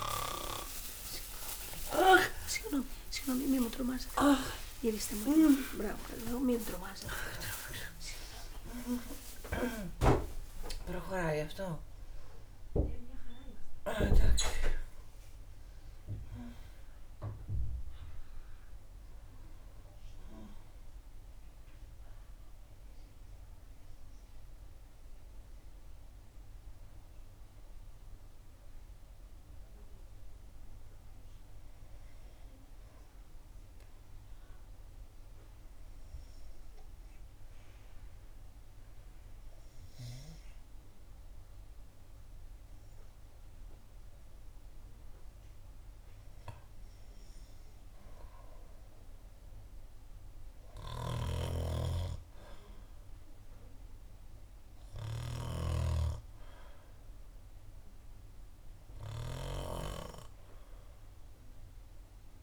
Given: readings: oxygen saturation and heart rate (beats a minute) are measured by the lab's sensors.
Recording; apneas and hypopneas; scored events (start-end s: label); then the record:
breathing in sleep by a room microphone; 1
0.50-6.50 s: arousal
3.00-8.00 s: tachycardia (device-marked, heart rate 67 before, 122 extreme)
5.50-7.50 s: long interval between heartbeats (device-marked, heart rate 70 before, 98 extreme)
9.00-62.43 s: new sleep stage, N2 (light sleep)
34.50-46.00 s: hypopnea (oxygen 97% before, 91% lowest, heart rate 72 before, 63 extreme, up 1 after)
49.50-55.50 s: arousal
From the record:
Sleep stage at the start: N3 (deep sleep); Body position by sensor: on the back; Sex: female